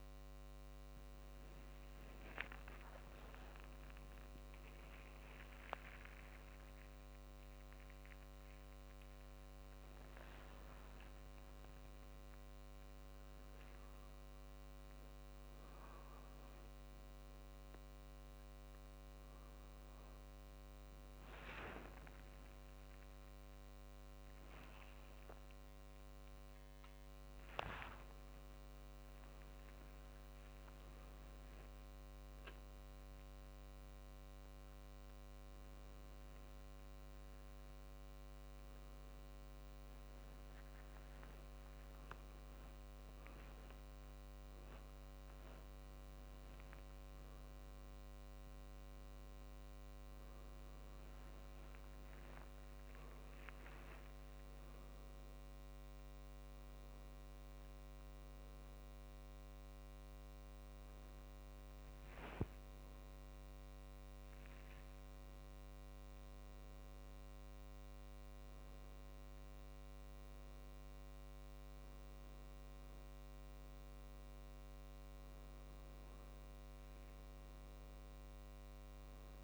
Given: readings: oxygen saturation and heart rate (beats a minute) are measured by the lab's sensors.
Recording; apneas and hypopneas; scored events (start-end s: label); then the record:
a person awake in a sleep study, hard to hear, by a microphone on the trachea; none
2.50-4.50 s: long interval between heartbeats (device-marked, heart rate 58 before, 71 extreme)
5.00-10.00 s: tachycardia (device-marked, heart rate 52 before, 113 extreme)
7.50-9.50 s: long interval between heartbeats (device-marked, heart rate 60 before, 98 extreme)
16.00 s: drop in pulse transit time (device-marked)
26.50-28.50 s: long interval between heartbeats (device-marked, heart rate 77 before, 75 extreme)
30.00-40.00 s: drop in pulse transit time (device-marked, heart rate 72 before, 58 extreme)
41.00-43.00 s: long interval between heartbeats (device-marked, heart rate 64 before, 86 extreme)
42.00-57.00 s: drop in pulse transit time (device-marked, heart rate 66 before, 60 extreme)
45.00-50.00 s: tachycardia (device-marked, heart rate 54 before, 107 extreme)
46.50-48.50 s: long interval between heartbeats (device-marked, heart rate 72 before, 98 extreme)
50.00-52.00 s: long interval between heartbeats (device-marked, heart rate 77 before, 118 extreme)
From the record:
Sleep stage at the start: awake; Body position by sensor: on the right side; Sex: male